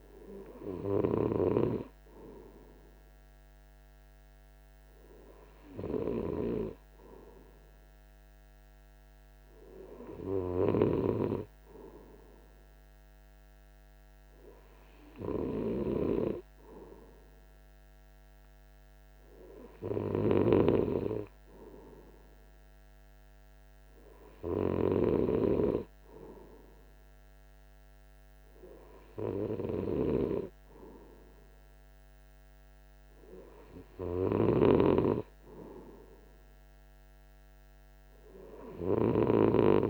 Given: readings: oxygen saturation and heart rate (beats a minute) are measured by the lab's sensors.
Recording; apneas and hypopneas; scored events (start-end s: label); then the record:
breathing in sleep by a microphone on the trachea; none
none scored
From the record:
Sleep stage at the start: N2 (light sleep); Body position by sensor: on the right side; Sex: male